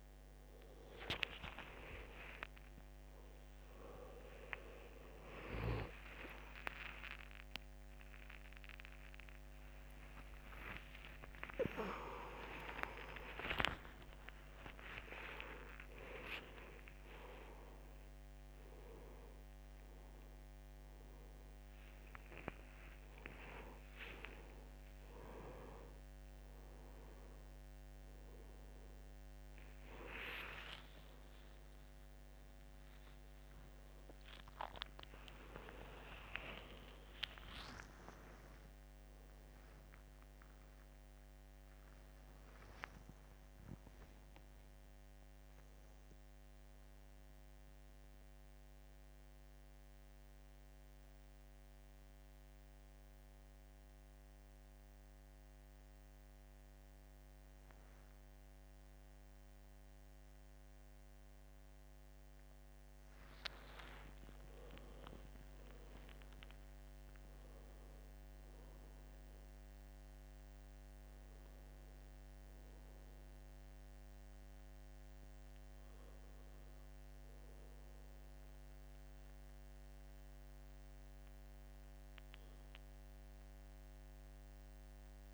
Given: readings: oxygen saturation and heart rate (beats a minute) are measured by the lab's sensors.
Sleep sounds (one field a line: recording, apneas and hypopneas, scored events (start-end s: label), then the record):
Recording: a person awake in a sleep study, by a microphone on the trachea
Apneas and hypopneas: none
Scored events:
0.00-9.00 s: oxygen desaturation (device-marked, oxygen 81% lowest, heart rate 50 extreme)
4.00-85.34 s: new sleep stage, awake
17.00-19.00 s: bradycardia (device-marked, heart rate 80 before, 63 extreme)
From the record:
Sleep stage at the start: N2 (light sleep)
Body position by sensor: on the right side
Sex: male